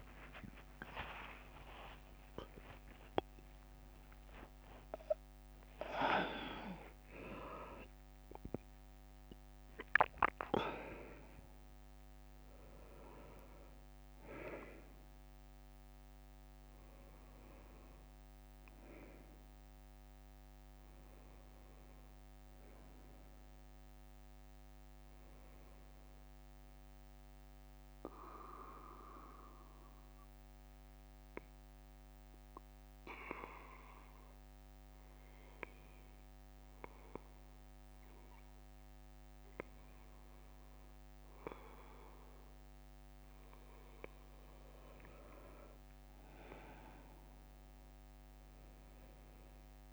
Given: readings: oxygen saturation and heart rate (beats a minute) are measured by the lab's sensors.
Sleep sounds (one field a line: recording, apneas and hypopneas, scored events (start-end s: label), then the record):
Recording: a person partly awake in a sleep study, by a microphone on the trachea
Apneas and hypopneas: 1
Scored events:
0.00-5.50 s: oxygen desaturation (device-marked, oxygen 93% lowest, heart rate 65 extreme)
5.50-7.50 s: long interval between heartbeats (device-marked, heart rate 70 before, 85 extreme)
16.50-46.50 s: new sleep stage, N1 (lightest sleep)
27.50-42.50 s: mixed apnea (oxygen 98% before, 94% lowest, heart rate 78 before, 64 extreme, up 2 after)
46.50-49.93 s: new sleep stage, N2 (light sleep)
47.00-49.93 s: arousal
From the record:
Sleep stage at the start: awake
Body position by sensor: on the back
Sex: male